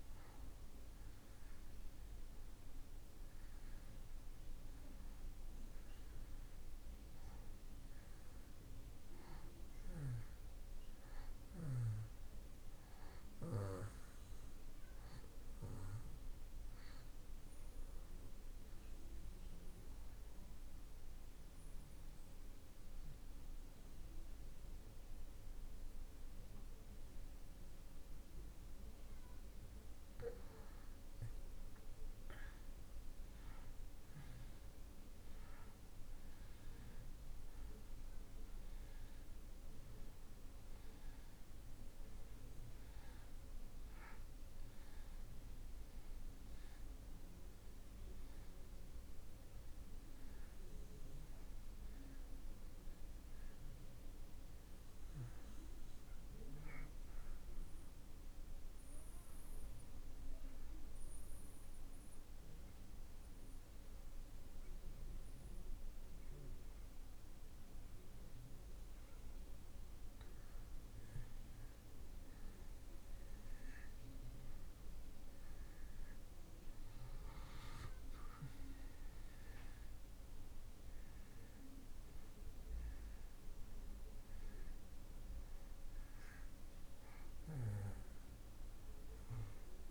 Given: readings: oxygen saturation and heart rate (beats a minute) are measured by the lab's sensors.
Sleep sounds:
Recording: breathing in sleep, hard to hear, by a room microphone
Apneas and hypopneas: 2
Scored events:
2.50-26.50 s: oxygen desaturation (device-marked, oxygen 94% before, 88% lowest)
17.00-29.50 s: obstructive apnea (oxygen 94% before, 83% lowest)
32.00-37.00 s: arousal
43.50-65.50 s: oxygen desaturation (device-marked, oxygen 93% before, 83% lowest)
59.50-70.00 s: obstructive apnea (oxygen 93% before, 86% lowest)
72.00-76.50 s: arousal
83.50-89.91 s: oxygen desaturation (device-marked, oxygen 95% before, 86% lowest)
From the record:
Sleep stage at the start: N2 (light sleep)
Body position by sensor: on the back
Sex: male

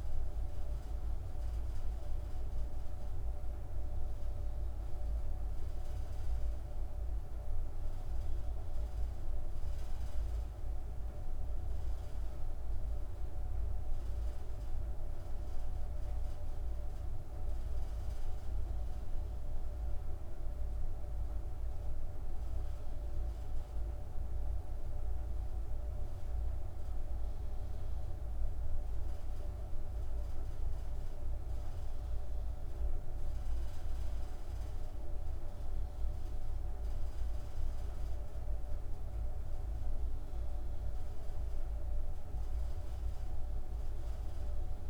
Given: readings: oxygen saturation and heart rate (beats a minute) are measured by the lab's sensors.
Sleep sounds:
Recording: breathing in sleep, hard to hear, by a room microphone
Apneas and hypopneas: none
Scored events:
none scored
From the record:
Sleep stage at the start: N2 (light sleep)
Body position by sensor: on the back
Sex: female

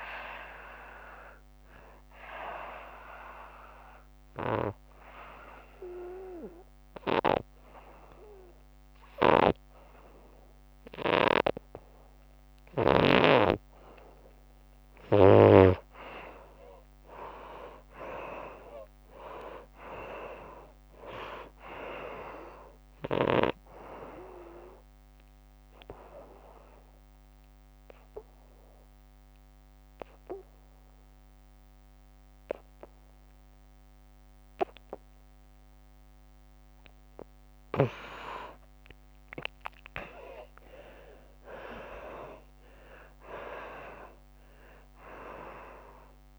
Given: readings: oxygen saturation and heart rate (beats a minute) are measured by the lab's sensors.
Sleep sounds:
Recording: breathing in sleep by a microphone on the trachea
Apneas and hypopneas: 2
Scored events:
0.00-16.50 s: oxygen desaturation (device-marked, oxygen 74% lowest, heart rate 72 extreme)
2.00-14.00 s: obstructive apnea (oxygen 97% before, 74% lowest, heart rate 86 before, 74 extreme, up 11 after)
9.00-13.00 s: snoring (device-marked)
15.50-18.50 s: arousal
18.50-30.50 s: oxygen desaturation (device-marked, oxygen 98% before, 86% lowest, heart rate 88 before, 72 extreme)
23.00-36.50 s: obstructive apnea (oxygen 98% before, 77% lowest, heart rate 85 before, 72 extreme, up 14 after)
38.50-42.50 s: arousal
40.50-46.39 s: oxygen desaturation (device-marked, oxygen 94% before, 77% lowest, heart rate 84 before, 72 extreme)
From the record:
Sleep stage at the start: N2 (light sleep)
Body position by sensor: on the back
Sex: female

